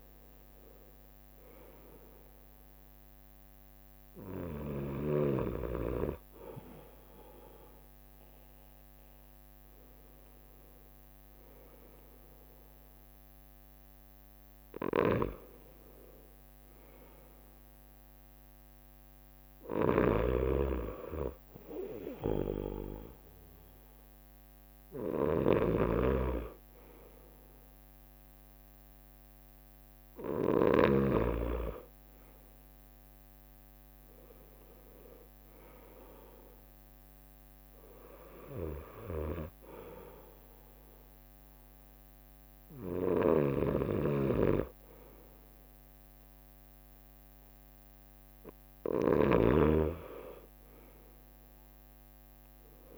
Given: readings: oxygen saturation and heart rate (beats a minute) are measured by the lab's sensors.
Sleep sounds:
breathing in sleep by a microphone on the trachea; none
0.00-1.00 s: arousal
0.00-1.50 s: leg movement (device-marked)
20.00-31.50 s: snoring (device-marked)
33.00-35.00 s: leg movement (device-marked)
43.50-49.50 s: snoring (device-marked)
48.00-52.98 s: drop in pulse transit time (device-marked, heart rate 67 before, 65 extreme)
49.50-52.98 s: leg movement (device-marked)
From the record:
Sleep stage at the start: N2 (light sleep); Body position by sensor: on the right side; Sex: male

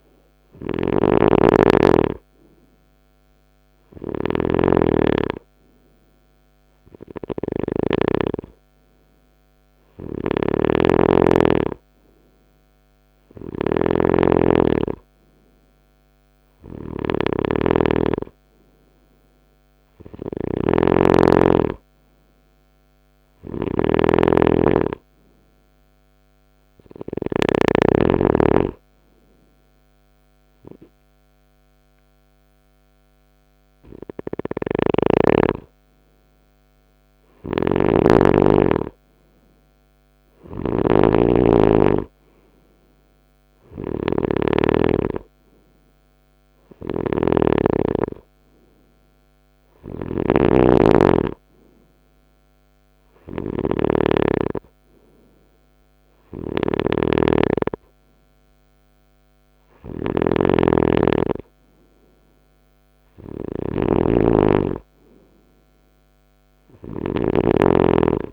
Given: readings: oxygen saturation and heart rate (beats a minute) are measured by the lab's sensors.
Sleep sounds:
breathing in sleep by a microphone on the trachea; none
0.00-7.00 s: snoring (device-marked)
9.00-27.00 s: snoring (device-marked)
33.50-68.33 s: snoring (device-marked)
65.50-68.33 s: arousal
From the record:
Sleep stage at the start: N2 (light sleep); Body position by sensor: on the right side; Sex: male

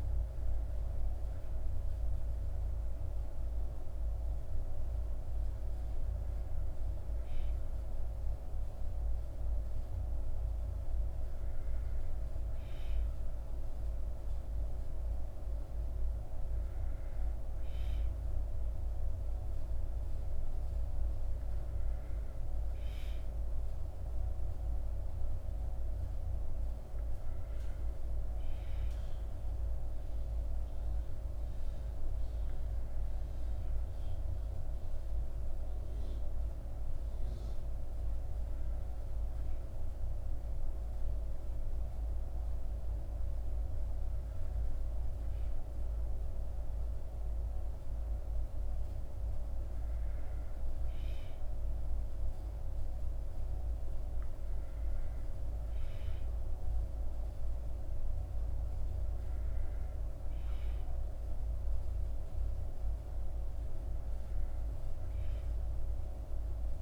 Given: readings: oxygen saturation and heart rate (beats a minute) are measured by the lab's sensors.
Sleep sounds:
a person partly awake in a sleep study, hard to hear, by a room microphone; none
21.00-66.82 s: new sleep stage, N1 (lightest sleep)
From the record:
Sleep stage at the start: awake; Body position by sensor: on the back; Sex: male

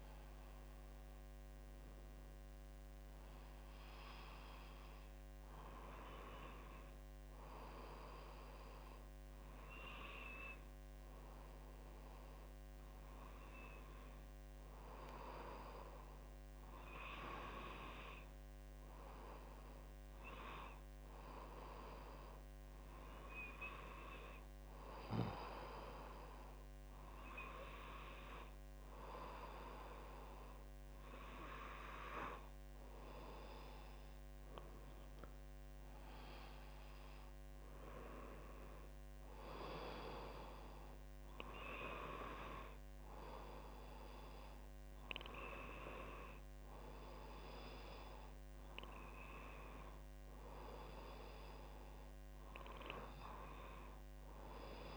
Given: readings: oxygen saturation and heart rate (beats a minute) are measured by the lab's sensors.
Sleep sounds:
breathing in sleep by a microphone on the trachea; none
none scored
From the record:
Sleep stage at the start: N2 (light sleep); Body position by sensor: on the back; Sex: female

